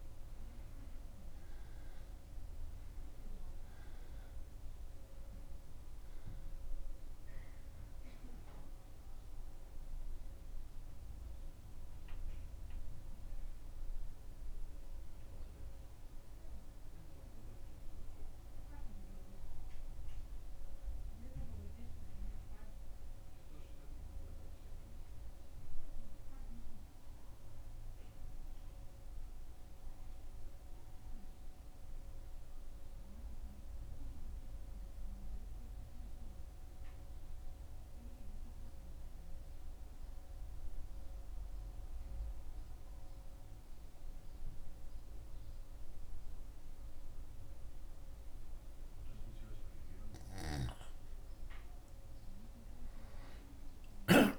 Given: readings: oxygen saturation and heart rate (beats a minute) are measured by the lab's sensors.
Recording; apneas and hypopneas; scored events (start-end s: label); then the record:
breathing in sleep, hard to hear, by a room microphone; 1
16.00-50.00 s: mixed apnea (oxygen 96% before, 93% lowest, heart rate 77 before, 74 extreme, up 3 after)
From the record:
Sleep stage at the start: N2 (light sleep); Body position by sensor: on the back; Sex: male